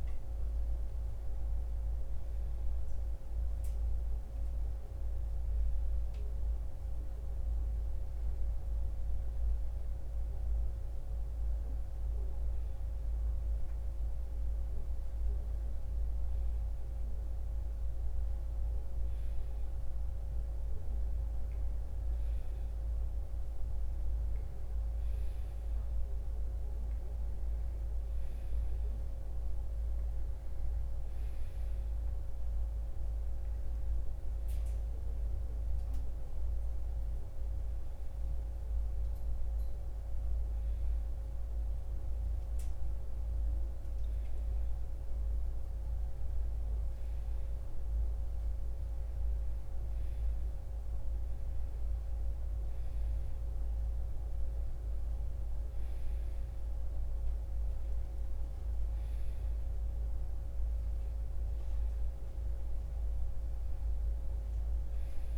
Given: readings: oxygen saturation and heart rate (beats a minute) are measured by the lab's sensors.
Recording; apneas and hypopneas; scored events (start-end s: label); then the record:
a person awake in a sleep study, hard to hear, by a room microphone; none
none scored
From the record:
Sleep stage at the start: awake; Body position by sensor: on the right side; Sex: male